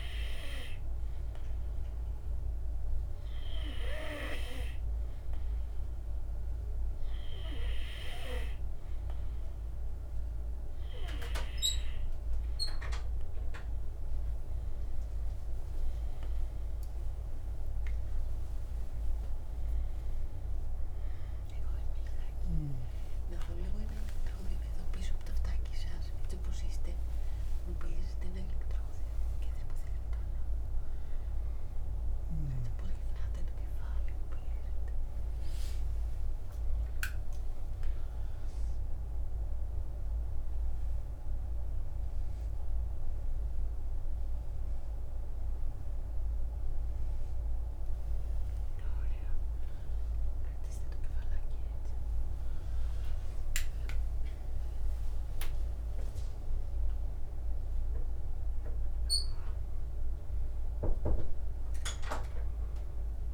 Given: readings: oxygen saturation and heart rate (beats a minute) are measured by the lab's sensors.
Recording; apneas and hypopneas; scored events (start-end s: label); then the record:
a person partly awake in a sleep study, by a room microphone; none
22.00-52.00 s: new sleep stage, awake
52.00-63.34 s: new sleep stage, N1 (lightest sleep)
From the record:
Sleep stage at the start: N2 (light sleep); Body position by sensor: on the back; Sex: male